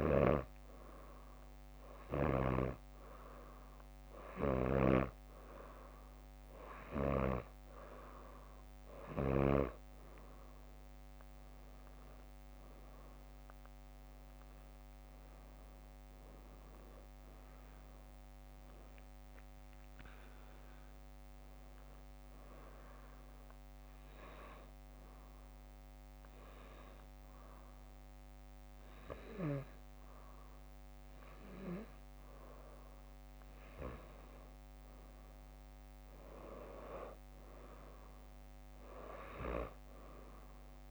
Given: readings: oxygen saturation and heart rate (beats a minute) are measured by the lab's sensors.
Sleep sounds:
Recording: breathing in sleep by a microphone on the trachea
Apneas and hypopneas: 1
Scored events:
0.00-1.50 s: arousal
18.50-21.00 s: arousal
19.00-27.50 s: leg movement (device-marked)
23.50-34.50 s: hypopnea (oxygen 93% before, 89% lowest, heart rate 69 before, 63 extreme, up 6 after)
37.00-40.91 s: arousal
From the record:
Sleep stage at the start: N2 (light sleep)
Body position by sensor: on the back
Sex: female

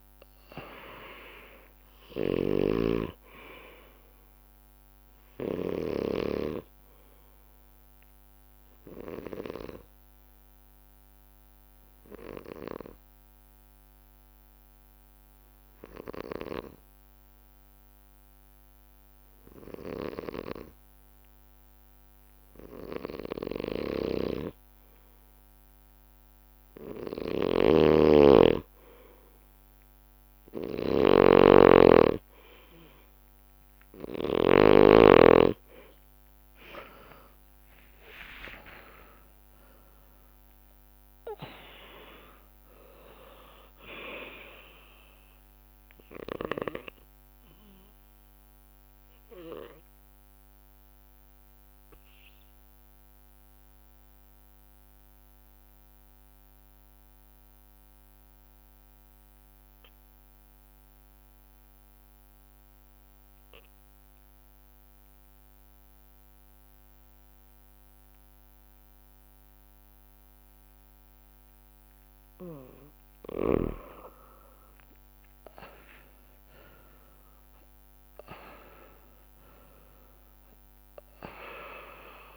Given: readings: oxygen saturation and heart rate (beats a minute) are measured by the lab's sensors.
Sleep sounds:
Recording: breathing in sleep by a microphone on the trachea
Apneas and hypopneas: 2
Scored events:
0.00-52.50 s: bradycardia (device-marked)
1.50-25.50 s: oxygen desaturation (device-marked, oxygen 99% before, 93% lowest)
2.00-6.00 s: snoring (device-marked)
9.00-23.50 s: obstructive apnea (oxygen 99% before, 92% lowest)
23.00-34.50 s: snoring (device-marked)
35.50-61.50 s: oxygen desaturation (device-marked, oxygen 99% before, 93% lowest)
37.00-42.00 s: arousal
42.00-44.00 s: long interval between heartbeats (device-marked)
47.00-72.50 s: obstructive apnea (oxygen 99% before, 90% lowest)
72.50-82.37 s: bradycardia (device-marked)
74.50-80.00 s: arousal
75.50-82.37 s: oxygen desaturation (device-marked, oxygen 99% before, 90% lowest)
From the record:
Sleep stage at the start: N2 (light sleep)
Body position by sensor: on the back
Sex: male

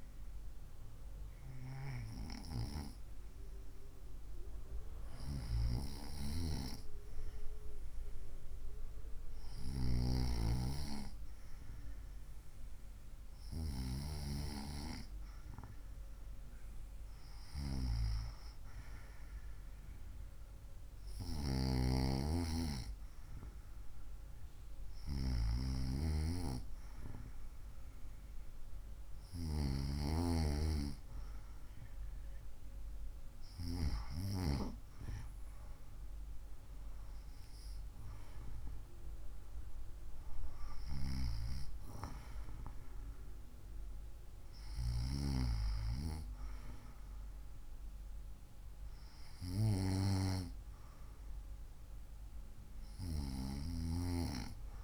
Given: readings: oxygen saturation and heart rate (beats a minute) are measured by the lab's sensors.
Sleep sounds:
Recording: breathing in sleep by a room microphone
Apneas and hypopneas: none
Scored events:
none scored
From the record:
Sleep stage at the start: N2 (light sleep)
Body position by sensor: on the right side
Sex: female

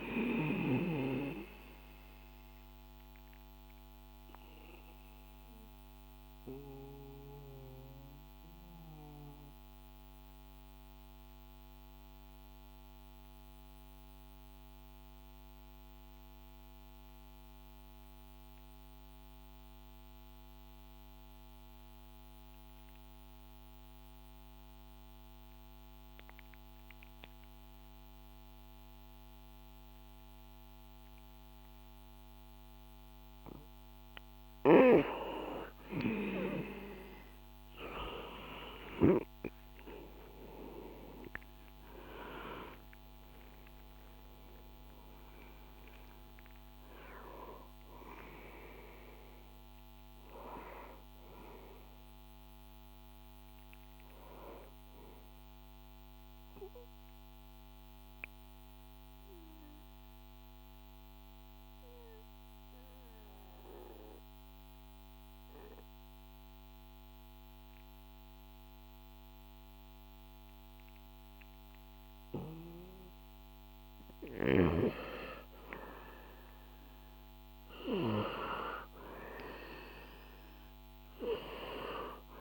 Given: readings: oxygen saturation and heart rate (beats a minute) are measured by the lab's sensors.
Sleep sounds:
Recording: breathing in sleep by a microphone on the trachea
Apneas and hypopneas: 2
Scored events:
0.00-16.00 s: oxygen desaturation (device-marked, oxygen 91% lowest, heart rate 62 extreme)
1.50-33.50 s: mixed apnea (oxygen 98% before, 91% lowest, heart rate 65 before, 62 extreme, up 8 after)
39.50-44.50 s: arousal
40.00-56.00 s: oxygen desaturation (device-marked, oxygen 96% before, 93% lowest, heart rate 64 before, 62 extreme)
56.00-73.00 s: mixed apnea (oxygen 97% before, 92% lowest, heart rate 74 before, 61 extreme, up 5 after)
75.00-79.00 s: arousal
From the record:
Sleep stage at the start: N2 (light sleep)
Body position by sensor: on the back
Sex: male

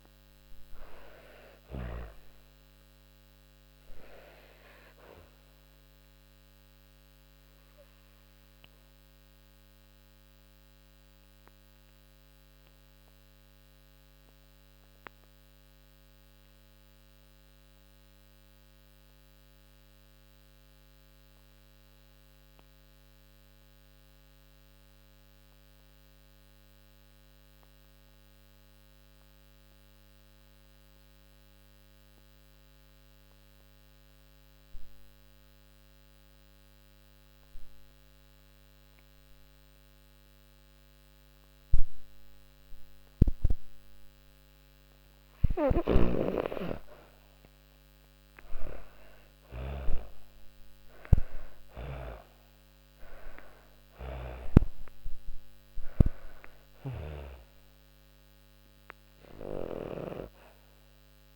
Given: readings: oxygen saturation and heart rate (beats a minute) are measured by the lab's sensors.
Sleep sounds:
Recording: breathing in sleep by a microphone on the trachea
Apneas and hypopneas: 1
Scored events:
0.00-15.00 s: oxygen desaturation (device-marked, oxygen 92% lowest)
3.00-43.50 s: obstructive apnea (oxygen 99% before, 81% lowest)
31.00-61.36 s: oxygen desaturation (device-marked, oxygen 98% before, 81% lowest)
44.00-56.00 s: snoring (device-marked)
47.00-52.50 s: arousal
From the record:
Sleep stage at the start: N2 (light sleep)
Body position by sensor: on the back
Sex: female

